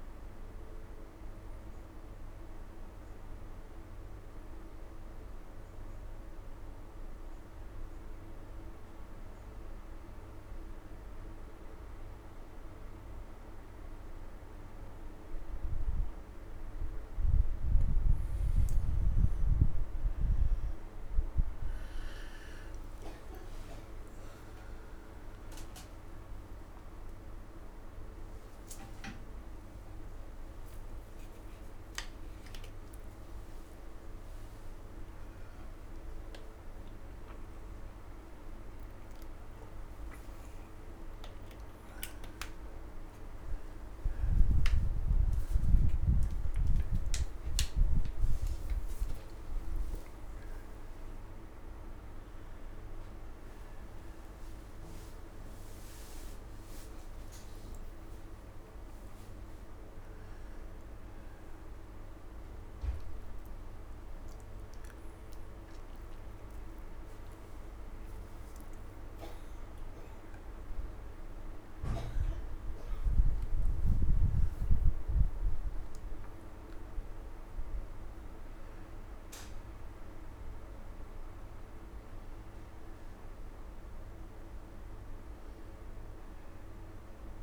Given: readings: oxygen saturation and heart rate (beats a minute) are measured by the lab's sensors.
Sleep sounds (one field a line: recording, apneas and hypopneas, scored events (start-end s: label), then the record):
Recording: a person partly awake in a sleep study, hard to hear, by a room microphone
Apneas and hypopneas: 1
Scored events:
0.00-9.00 s: oxygen desaturation (device-marked, oxygen 89% lowest)
5.50-16.50 s: obstructive apnea (oxygen 98% before, 91% lowest)
21.00-51.00 s: new sleep stage, awake
23.00-33.00 s: oxygen desaturation (device-marked, oxygen 97% before, 91% lowest)
51.00-87.43 s: new sleep stage, N1 (lightest sleep)
From the record:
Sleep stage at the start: N2 (light sleep)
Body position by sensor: on the right side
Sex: male